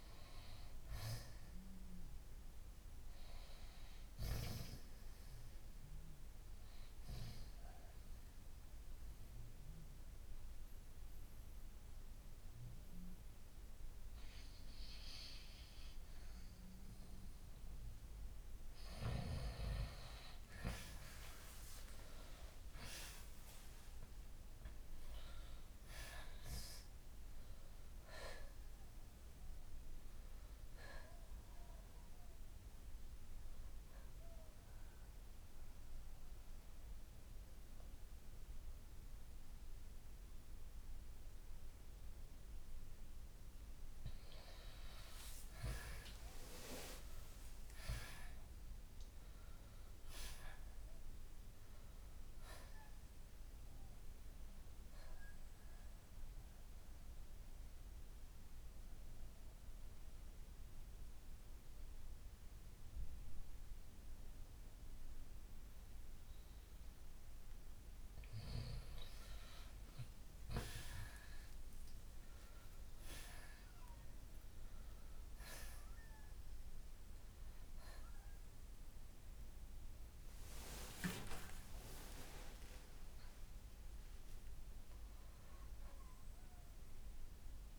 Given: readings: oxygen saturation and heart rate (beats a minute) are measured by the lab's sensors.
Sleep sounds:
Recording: breathing in sleep by a room microphone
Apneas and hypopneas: 3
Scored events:
0.00-3.00 s: oxygen desaturation (device-marked, oxygen 88% lowest, heart rate 58 extreme)
2.50-6.00 s: arousal
7.50-18.50 s: mixed apnea (oxygen 95% before, 83% lowest, heart rate 63 before, 57 extreme, up 12 after)
10.00-23.00 s: oxygen desaturation (device-marked, oxygen 94% before, 90% lowest, heart rate 63 before, 57 extreme)
21.00-25.50 s: arousal
32.00-43.00 s: obstructive apnea (oxygen 94% before, 83% lowest, heart rate 66 before, 53 extreme, up 21 after)
34.00-53.00 s: oxygen desaturation (device-marked, oxygen 92% before, 83% lowest, heart rate 67 before, 51 extreme)
46.50-50.00 s: arousal
56.50-68.50 s: obstructive apnea (oxygen 94% before, 85% lowest, heart rate 67 before, 51 extreme, up 18 after)
62.00-78.00 s: oxygen desaturation (device-marked, oxygen 94% before, 85% lowest, heart rate 68 before, 53 extreme)
71.00-76.00 s: arousal
From the record:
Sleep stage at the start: N2 (light sleep)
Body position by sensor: on the back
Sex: male

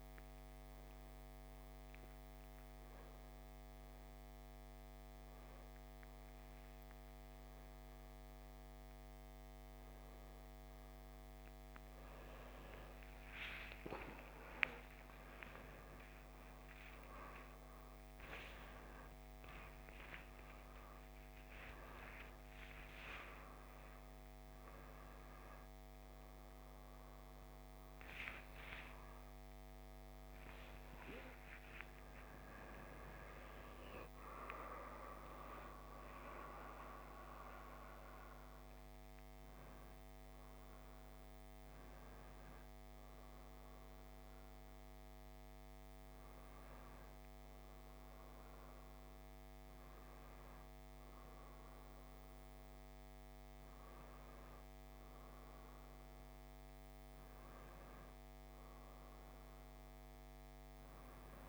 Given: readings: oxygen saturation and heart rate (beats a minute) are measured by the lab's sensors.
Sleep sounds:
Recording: a person awake in a sleep study, by a microphone on the trachea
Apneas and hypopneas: none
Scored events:
22.00-33.00 s: oxygen desaturation (device-marked, oxygen 96% before, 92% lowest)
44.00-61.49 s: new sleep stage, N1 (lightest sleep)
From the record:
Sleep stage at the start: awake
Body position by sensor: on the back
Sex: male

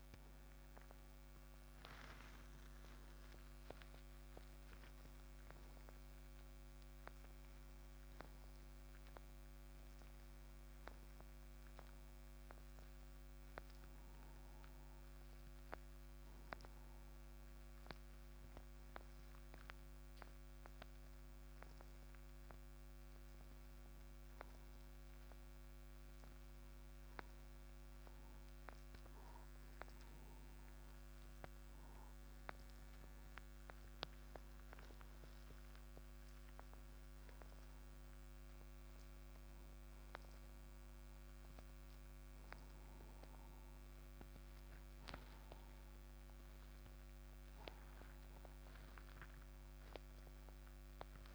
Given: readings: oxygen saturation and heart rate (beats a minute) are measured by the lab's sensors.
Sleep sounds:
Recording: breathing in sleep by a microphone on the trachea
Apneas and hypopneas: none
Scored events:
none scored
From the record:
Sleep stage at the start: N2 (light sleep)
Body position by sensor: on the right side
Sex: male

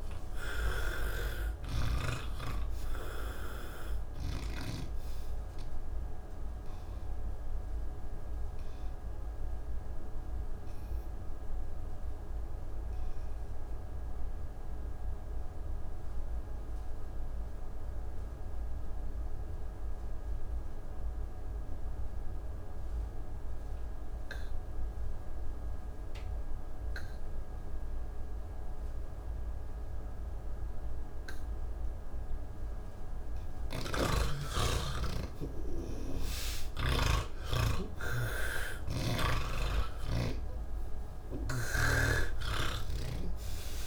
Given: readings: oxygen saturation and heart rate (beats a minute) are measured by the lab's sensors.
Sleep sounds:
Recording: breathing in sleep by a room microphone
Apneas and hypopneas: 1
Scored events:
0.00-1.00 s: snoring (device-marked)
0.00-19.00 s: oxygen desaturation (device-marked, oxygen 82% lowest, heart rate 168 extreme)
8.00-31.50 s: obstructive apnea (oxygen 97% before, 82% lowest, heart rate 182 before, 65 extreme, up 25 after)
26.00-43.87 s: oxygen desaturation (device-marked, oxygen 98% before, 82% lowest)
33.50-37.00 s: snoring (device-marked)
From the record:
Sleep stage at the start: N3 (deep sleep)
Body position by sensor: on the back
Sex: male

